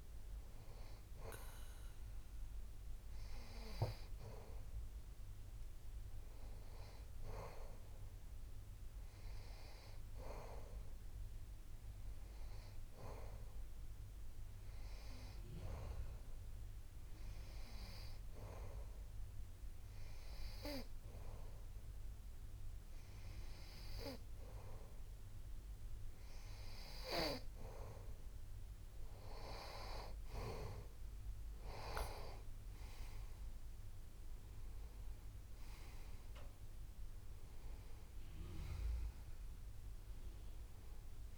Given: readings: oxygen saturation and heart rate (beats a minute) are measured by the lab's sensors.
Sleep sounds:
breathing in sleep by a room microphone; 1
18.50-28.50 s: hypopnea (oxygen 94% before, 90% lowest)
28.00-41.38 s: oxygen desaturation (device-marked, oxygen 93% before, 90% lowest)
33.50-37.50 s: arousal
From the record:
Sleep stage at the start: N2 (light sleep); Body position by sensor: on the back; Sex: male

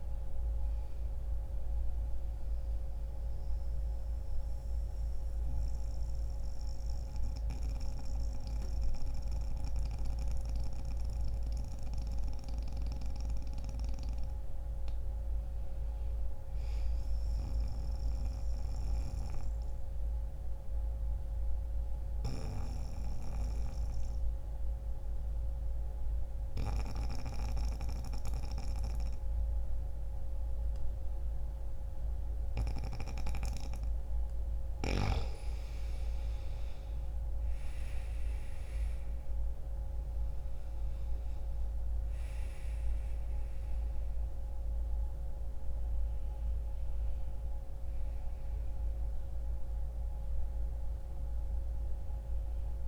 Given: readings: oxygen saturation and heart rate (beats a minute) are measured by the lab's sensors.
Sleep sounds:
breathing in sleep by a room microphone; 2
0.00-12.50 s: oxygen desaturation (device-marked, oxygen 87% lowest, heart rate 59 extreme)
1.00-12.50 s: central apnea (oxygen 95% before, 85% lowest, heart rate 62 before, 60 extreme, up 2 after)
14.00-16.00 s: arousal
18.00-33.50 s: obstructive apnea (oxygen 97% before, 85% lowest, heart rate 60 before, 60 extreme, up 4 after)
26.50-52.88 s: oxygen desaturation (device-marked, oxygen 97% before, 85% lowest, heart rate 61 before, 60 extreme)
35.00-40.00 s: arousal
From the record:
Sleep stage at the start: N2 (light sleep); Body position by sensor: on the back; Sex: male

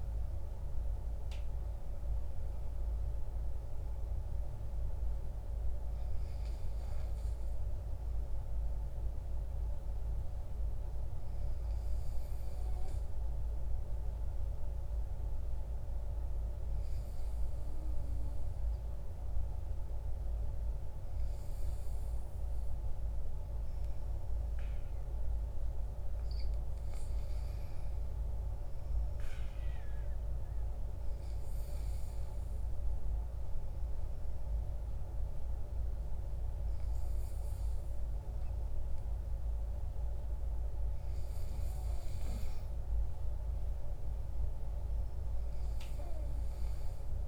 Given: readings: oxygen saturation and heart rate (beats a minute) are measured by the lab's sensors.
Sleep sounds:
breathing in sleep, hard to hear, by a room microphone; 1
30.50-40.50 s: obstructive apnea (oxygen 96% before, 93% lowest, heart rate 58 before, 52 extreme, up 18 after)
42.50-45.50 s: arousal
From the record:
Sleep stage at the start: N2 (light sleep); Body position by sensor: on the back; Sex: male

